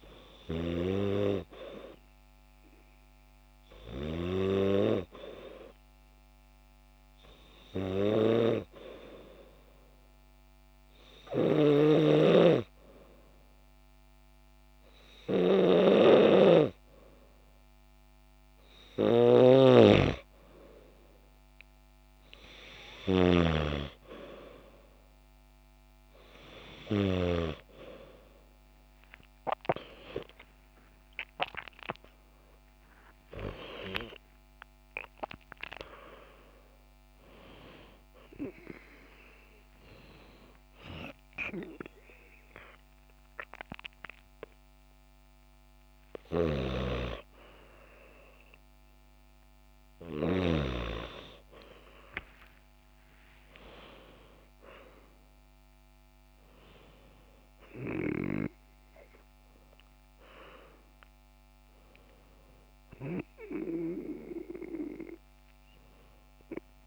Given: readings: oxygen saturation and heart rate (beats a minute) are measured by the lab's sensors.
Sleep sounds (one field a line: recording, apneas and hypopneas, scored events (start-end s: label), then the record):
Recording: breathing in sleep by a microphone on the trachea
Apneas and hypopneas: none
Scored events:
28.50-66.87 s: new sleep stage, N2 (light sleep)
30.50-35.00 s: arousal
46.50-51.00 s: snoring (device-marked)
From the record:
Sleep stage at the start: N3 (deep sleep)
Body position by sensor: on the back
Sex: female